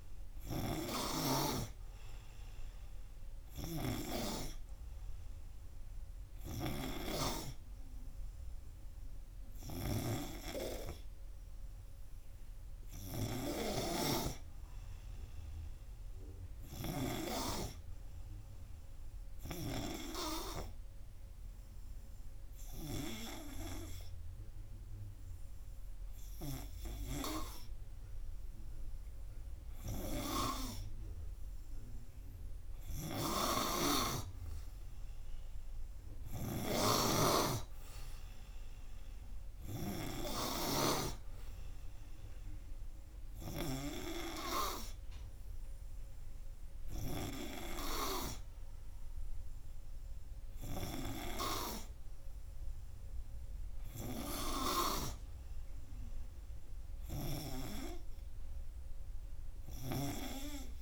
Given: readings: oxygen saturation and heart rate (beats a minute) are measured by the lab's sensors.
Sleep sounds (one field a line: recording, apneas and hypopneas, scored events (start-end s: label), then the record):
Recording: breathing in sleep by a room microphone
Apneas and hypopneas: 1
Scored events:
20.00-32.00 s: obstructive apnea (oxygen 97% before, 95% lowest, heart rate 92 before, 88 extreme, up 2 after)
38.50-42.00 s: arousal
From the record:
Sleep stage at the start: N3 (deep sleep)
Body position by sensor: on the front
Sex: male